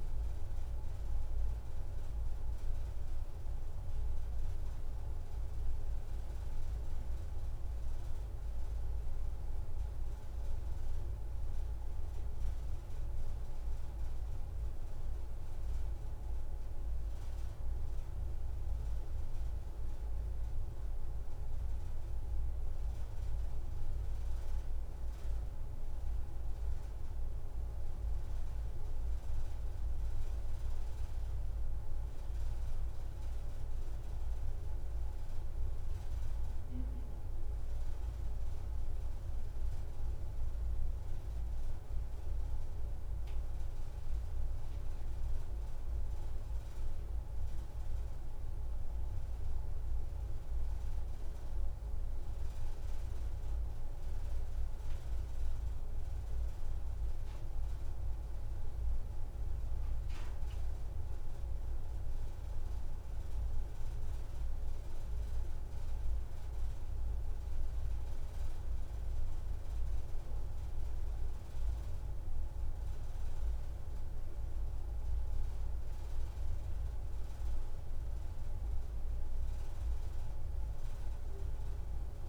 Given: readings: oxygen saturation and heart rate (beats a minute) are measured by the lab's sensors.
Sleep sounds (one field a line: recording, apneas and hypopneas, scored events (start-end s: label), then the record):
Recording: breathing in sleep, hard to hear, by a room microphone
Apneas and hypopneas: none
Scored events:
11.00-13.00 s: long interval between heartbeats (device-marked)
34.00-36.00 s: long interval between heartbeats (device-marked)
39.00-41.00 s: long interval between heartbeats (device-marked, heart rate 48 before, 34 extreme)
44.50-46.50 s: long interval between heartbeats (device-marked, heart rate 52 before, 128 extreme)
47.50-49.50 s: long interval between heartbeats (device-marked, heart rate 65 before, 153 extreme)
58.50-60.50 s: long interval between heartbeats (device-marked, heart rate 110 before, 26 extreme)
61.50-63.50 s: long interval between heartbeats (device-marked, heart rate 109 before, 29 extreme)
78.00-80.00 s: long interval between heartbeats (device-marked)
From the record:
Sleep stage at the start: N2 (light sleep)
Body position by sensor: on the back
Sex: female